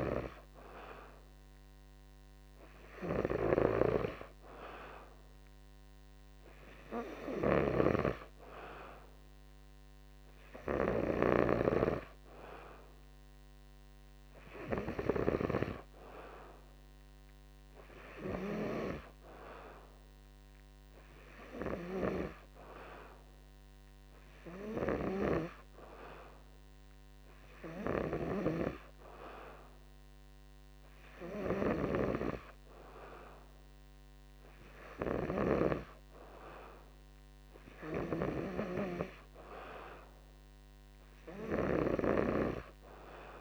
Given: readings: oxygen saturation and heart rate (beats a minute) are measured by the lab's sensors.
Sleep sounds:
breathing in sleep by a microphone on the trachea; none
none scored
From the record:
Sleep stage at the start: N2 (light sleep); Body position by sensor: on the back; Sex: male

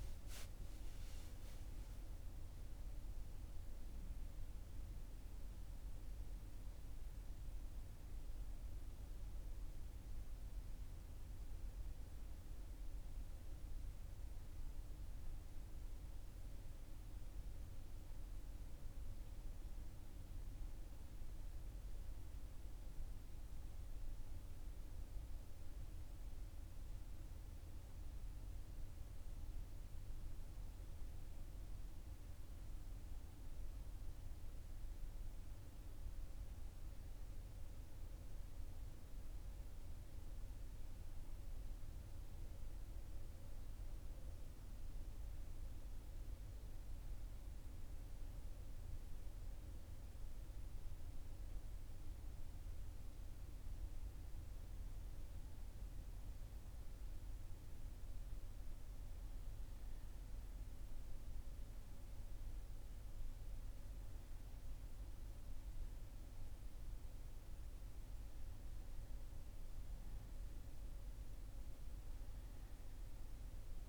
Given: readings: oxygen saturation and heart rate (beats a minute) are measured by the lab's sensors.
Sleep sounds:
breathing in sleep, hard to hear, by a room microphone; 1
23.00-26.50 s: arousal
31.00-52.00 s: hypopnea (oxygen 97% before, 91% lowest, heart rate 45 before, 40 extreme, up 2 after)
46.00-69.00 s: oxygen desaturation (device-marked, oxygen 96% before, 92% lowest, heart rate 43 before, 40 extreme)
53.50-58.50 s: arousal
From the record:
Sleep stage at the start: N1 (lightest sleep); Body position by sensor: on the back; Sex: male

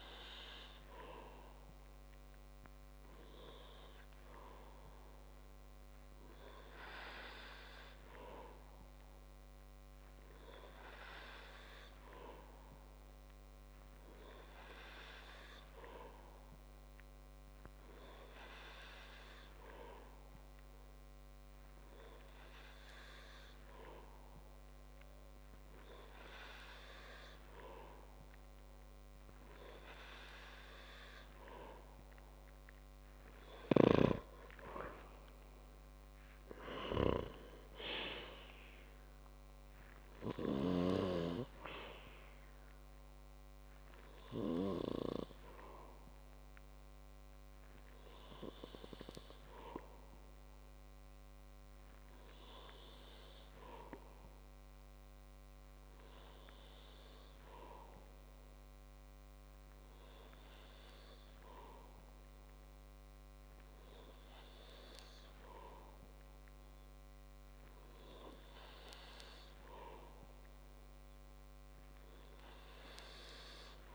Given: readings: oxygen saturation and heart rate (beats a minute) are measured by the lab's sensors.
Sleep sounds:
breathing in sleep by a microphone on the trachea; none
35.50-38.50 s: arousal
From the record:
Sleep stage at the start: N2 (light sleep); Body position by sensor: on the back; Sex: male

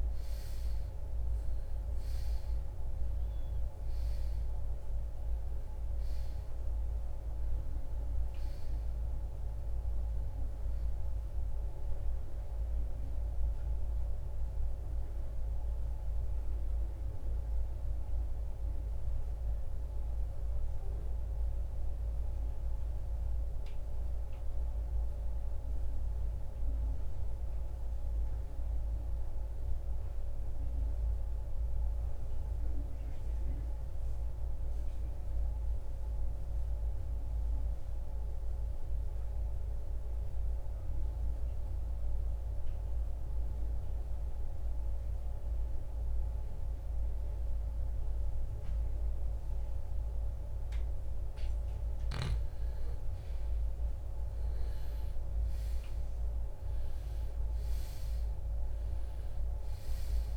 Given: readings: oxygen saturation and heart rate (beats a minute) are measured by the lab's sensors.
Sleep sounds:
breathing in sleep, hard to hear, by a room microphone; 1
0.00-39.00 s: oxygen desaturation (device-marked, oxygen 82% lowest, heart rate 48 extreme)
21.00-51.00 s: mixed apnea (oxygen 97% before, 82% lowest, heart rate 72 before, 48 extreme, up 14 after)
52.00-56.00 s: arousal
From the record:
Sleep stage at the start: N2 (light sleep); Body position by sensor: on the right side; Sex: male

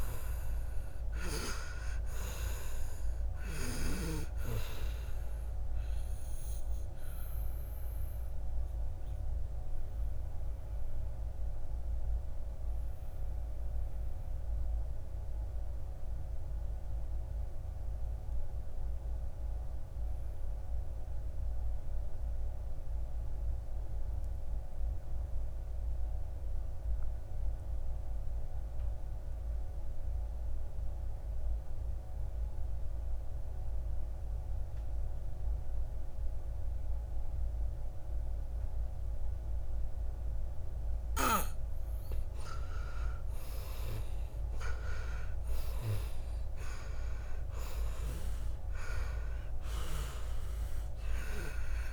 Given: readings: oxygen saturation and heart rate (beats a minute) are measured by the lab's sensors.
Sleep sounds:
breathing in sleep by a room microphone; 1
0.00-1.50 s: arousal
0.00-21.00 s: oxygen desaturation (device-marked, oxygen 78% lowest, heart rate 56 extreme)
7.50-40.50 s: obstructive apnea (oxygen 98% before, 75% lowest, heart rate 67 before, 56 extreme, up 9 after)
28.00-51.93 s: oxygen desaturation (device-marked, oxygen 98% before, 75% lowest, heart rate 60 before, 56 extreme)
42.50-46.00 s: arousal
From the record:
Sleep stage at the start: N2 (light sleep); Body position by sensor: on the back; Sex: male

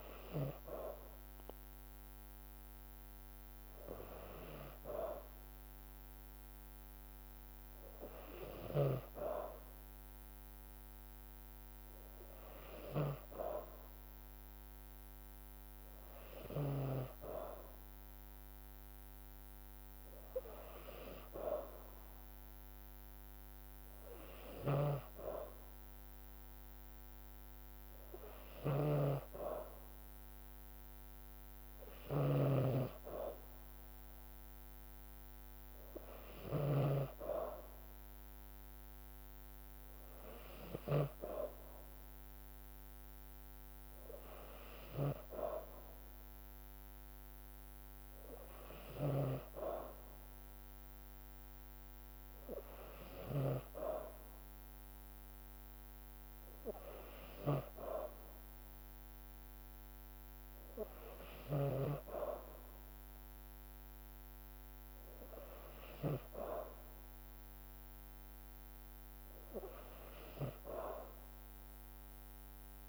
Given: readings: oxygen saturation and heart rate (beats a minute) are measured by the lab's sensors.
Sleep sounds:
breathing in sleep by a microphone on the trachea; none
8.00-16.50 s: snoring (device-marked)
24.00-36.50 s: snoring (device-marked)
44.50-61.50 s: snoring (device-marked)
From the record:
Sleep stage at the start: N2 (light sleep); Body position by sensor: on the back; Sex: female

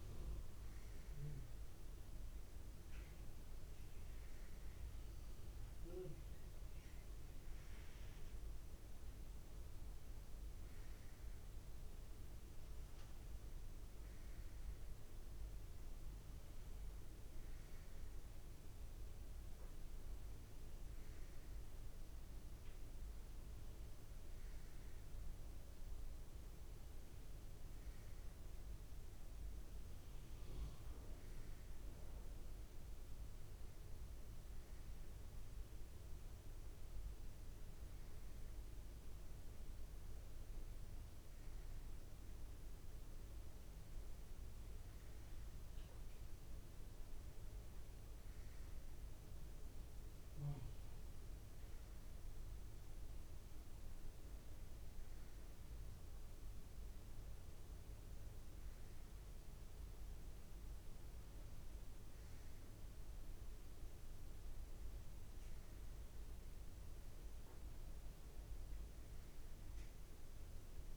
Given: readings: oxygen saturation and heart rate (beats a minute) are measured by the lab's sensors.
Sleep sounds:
breathing in sleep, hard to hear, by a room microphone; none
none scored
From the record:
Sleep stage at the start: N1 (lightest sleep); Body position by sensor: on the back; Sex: male

